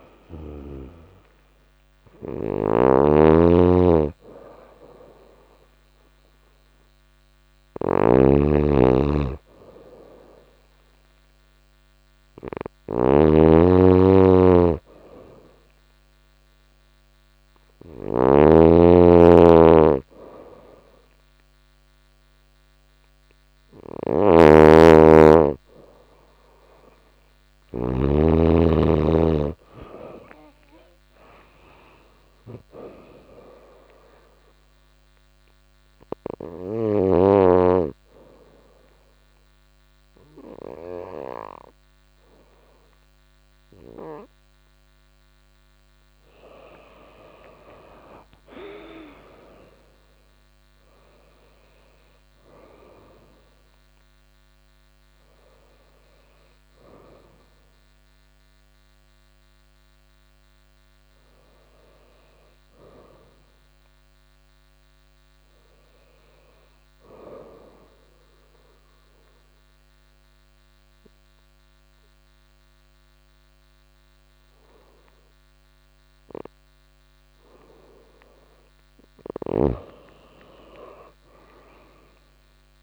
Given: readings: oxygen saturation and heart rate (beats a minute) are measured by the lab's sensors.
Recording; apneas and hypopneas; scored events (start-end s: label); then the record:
breathing in sleep by a microphone on the trachea; 2
0.00-1.00 s: arousal
2.00-27.50 s: snoring (device-marked)
10.00-22.00 s: oxygen desaturation (device-marked, oxygen 93% before, 90% lowest, heart rate 91 before, 88 extreme)
26.50-30.50 s: arousal
33.50-44.50 s: obstructive apnea (oxygen 95% before, 90% lowest, heart rate 90 before, 87 extreme, up 2 after)
41.00-71.00 s: new sleep stage, REM sleep
46.00-50.50 s: arousal
65.00-71.00 s: oxygen desaturation (device-marked, oxygen 94% before, 90% lowest, heart rate 89 before, 88 extreme)
67.00-77.50 s: obstructive apnea (oxygen 95% before, 89% lowest, heart rate 89 before, 87 extreme, up 2 after)
71.00-82.83 s: new sleep stage, N2 (light sleep)
79.00-82.50 s: arousal
From the record:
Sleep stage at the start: N2 (light sleep); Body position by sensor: on the back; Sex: female